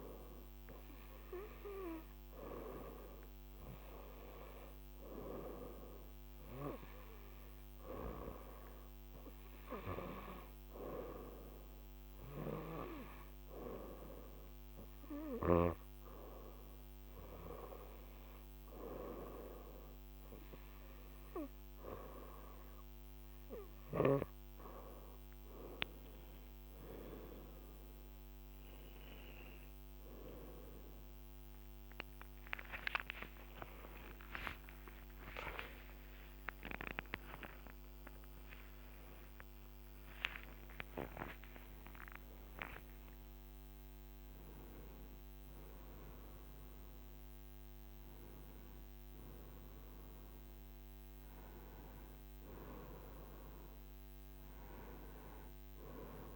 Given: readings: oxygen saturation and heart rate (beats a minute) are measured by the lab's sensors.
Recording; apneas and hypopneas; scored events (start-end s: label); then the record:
a person awake in a sleep study, by a microphone on the trachea; none
25.00-55.00 s: new sleep stage, awake
55.00-56.36 s: new sleep stage, N2 (light sleep)
From the record:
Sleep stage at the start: N2 (light sleep); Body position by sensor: on the right side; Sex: female